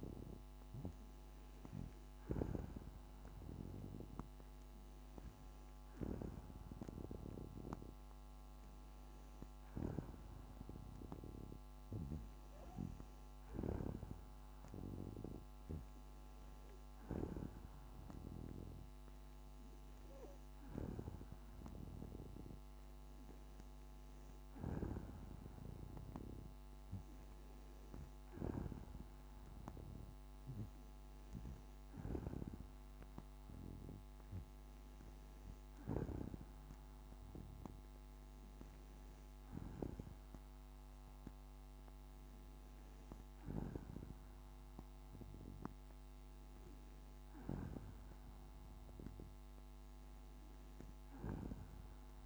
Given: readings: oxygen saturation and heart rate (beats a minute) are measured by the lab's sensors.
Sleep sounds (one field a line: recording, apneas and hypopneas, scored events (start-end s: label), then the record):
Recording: breathing in sleep by a microphone on the trachea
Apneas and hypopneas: none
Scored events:
none scored
From the record:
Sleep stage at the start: N2 (light sleep)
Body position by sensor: on the back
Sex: female